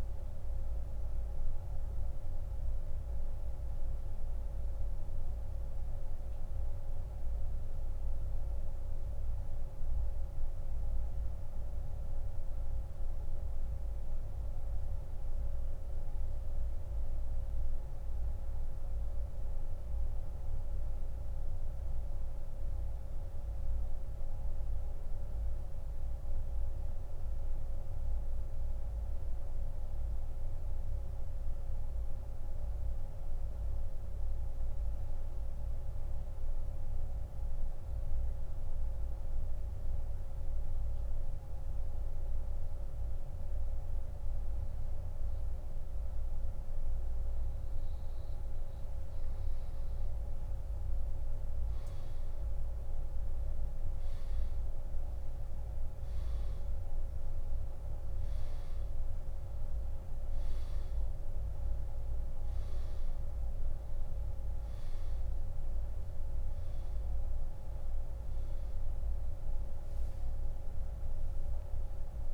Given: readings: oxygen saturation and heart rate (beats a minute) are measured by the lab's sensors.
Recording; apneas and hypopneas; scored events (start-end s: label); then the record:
a person partly awake in a sleep study, hard to hear, by a room microphone; 1
0.00-32.00 s: oxygen desaturation (device-marked, oxygen 88% lowest)
9.00-72.34 s: new sleep stage, N2 (light sleep)
10.50-47.50 s: mixed apnea (oxygen 95% before, 88% lowest)
50.50-54.50 s: arousal
52.00-72.34 s: oxygen desaturation (device-marked, oxygen 98% before, 88% lowest)
From the record:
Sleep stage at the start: awake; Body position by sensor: on the back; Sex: male